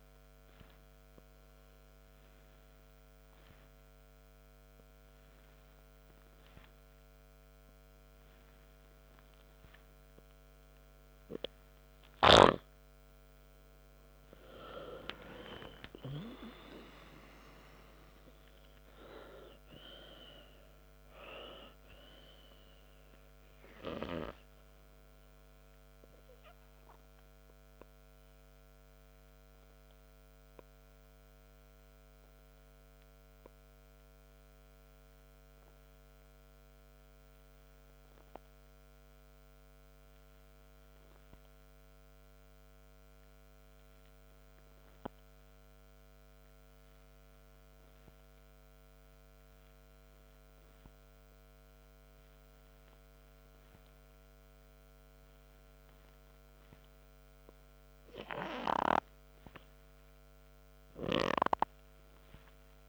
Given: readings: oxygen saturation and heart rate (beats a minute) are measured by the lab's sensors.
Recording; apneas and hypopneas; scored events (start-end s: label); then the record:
breathing in sleep by a microphone on the trachea; 1
0.00-3.50 s: arousal
14.00-18.50 s: arousal
30.00-58.50 s: obstructive apnea (oxygen 100% before, 90% lowest, heart rate 67 before, 57 extreme, up 0 after)
43.00-53.00 s: oxygen desaturation (device-marked, oxygen 97% before, 91% lowest, heart rate 72 before, 57 extreme)
60.50-62.89 s: arousal
From the record:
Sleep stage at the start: N2 (light sleep); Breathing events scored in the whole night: 189 in 3.3 hours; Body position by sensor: on the back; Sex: male